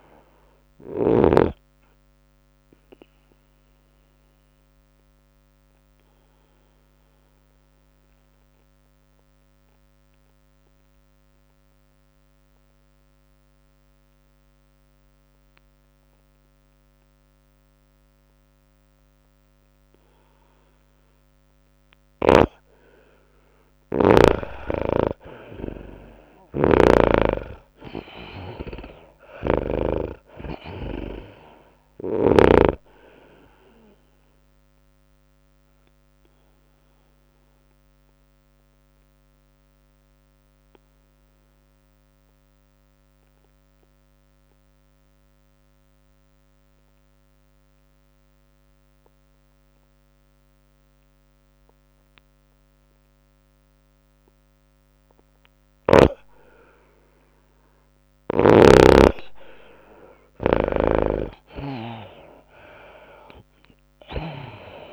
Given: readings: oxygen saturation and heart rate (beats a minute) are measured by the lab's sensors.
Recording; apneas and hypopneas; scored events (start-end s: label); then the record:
breathing in sleep by a microphone on the trachea; 2
0.00-2.00 s: snoring (device-marked)
0.00-10.50 s: drop in pulse transit time (device-marked, heart rate 104 extreme)
0.00-13.50 s: oxygen desaturation (device-marked, oxygen 81% lowest, heart rate 101 extreme)
0.00-64.93 s: tachycardia (device-marked, heart rate 110 extreme)
2.00-21.00 s: obstructive apnea (oxygen 100% before, 81% lowest, heart rate 103 before, 101 extreme, up 4 after)
23.00-26.00 s: arousal
23.50-44.50 s: oxygen desaturation (device-marked, oxygen 99% before, 83% lowest, heart rate 105 before, 101 extreme)
25.00-30.50 s: snoring (device-marked)
29.50-46.50 s: drop in pulse transit time (device-marked, heart rate 103 before, 106 extreme)
36.50-56.00 s: obstructive apnea (oxygen 99% before, 83% lowest, heart rate 104 before, 101 extreme, up 4 after)
57.50-64.93 s: oxygen desaturation (device-marked, oxygen 98% before, 83% lowest, heart rate 105 before, 101 extreme)
61.00-64.93 s: snoring (device-marked)
62.50-64.93 s: arousal
62.50-64.93 s: drop in pulse transit time (device-marked, heart rate 103 before, 104 extreme)
From the record:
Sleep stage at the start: N2 (light sleep); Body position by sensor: on the back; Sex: female